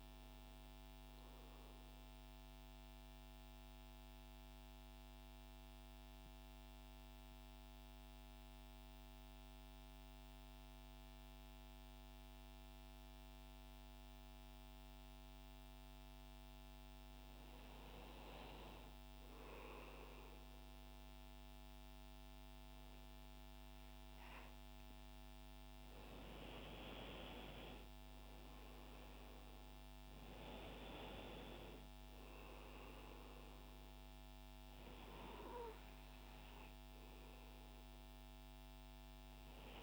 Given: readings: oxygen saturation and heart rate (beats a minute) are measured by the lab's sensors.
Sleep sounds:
breathing in sleep by a microphone on the trachea; 1
3.00-17.00 s: central apnea (oxygen 98% before, 94% lowest, heart rate 165 before, 103 extreme, up 39 after)
11.50-33.50 s: oxygen desaturation (device-marked, oxygen 98% before, 94% lowest, heart rate 141 before, 52 extreme)
19.00-23.00 s: arousal
From the record:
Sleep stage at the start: N2 (light sleep); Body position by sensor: on the right side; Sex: male

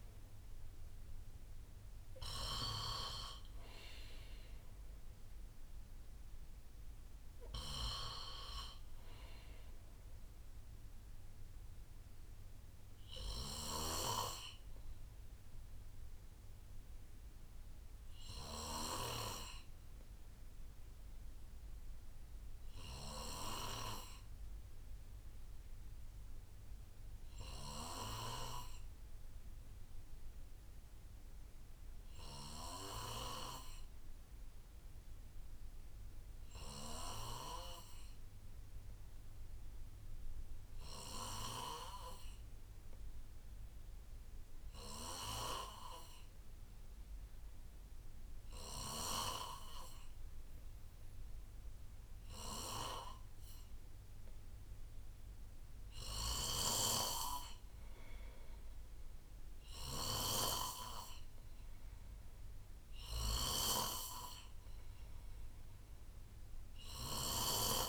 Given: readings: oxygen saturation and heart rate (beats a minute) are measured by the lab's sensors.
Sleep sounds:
breathing in sleep by a room microphone; 1
0.00-2.50 s: drop in pulse transit time (device-marked, heart rate 73 extreme)
0.00-13.50 s: oxygen desaturation (device-marked, oxygen 88% lowest, heart rate 58 extreme)
2.50-4.50 s: bradycardia (device-marked, heart rate 67 before, 67 extreme)
6.50-13.50 s: bradycardia (device-marked, heart rate 67 before, 58 extreme)
13.50-19.00 s: snoring (device-marked)
15.50-55.50 s: obstructive apnea (oxygen 99% before, 90% lowest, heart rate 68 before, 59 extreme, up 5 after)
26.50-29.50 s: bradycardia (device-marked, heart rate 67 before, 60 extreme)
36.50-67.89 s: oxygen desaturation (device-marked, oxygen 98% before, 92% lowest, heart rate 60 before, 59 extreme)
56.00-67.50 s: snoring (device-marked)
59.00-63.50 s: arousal
From the record:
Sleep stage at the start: N2 (light sleep); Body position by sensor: on the right side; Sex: male

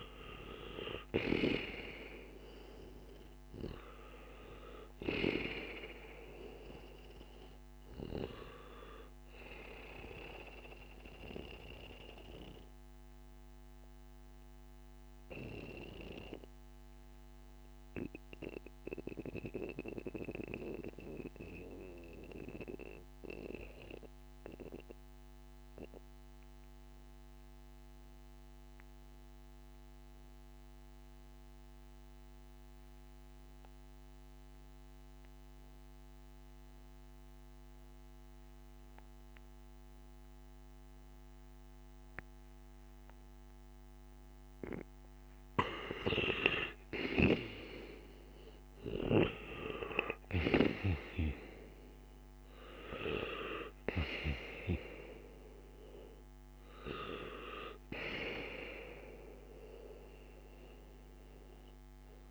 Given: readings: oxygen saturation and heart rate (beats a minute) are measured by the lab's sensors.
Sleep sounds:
breathing in sleep by a microphone on the trachea; 1
0.00-1.50 s: arousal
2.00-26.00 s: oxygen desaturation (device-marked, oxygen 97% before, 89% lowest, heart rate 58 before, 56 extreme)
12.00-44.50 s: obstructive apnea (oxygen 97% before, 85% lowest, heart rate 60 before, 56 extreme, up 6 after)
37.00-62.31 s: new sleep stage, N1 (lightest sleep)
43.00-62.31 s: oxygen desaturation (device-marked, oxygen 97% before, 85% lowest, heart rate 59 before, 55 extreme)
46.50-52.00 s: arousal
From the record:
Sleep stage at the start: N2 (light sleep); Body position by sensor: on the back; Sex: male

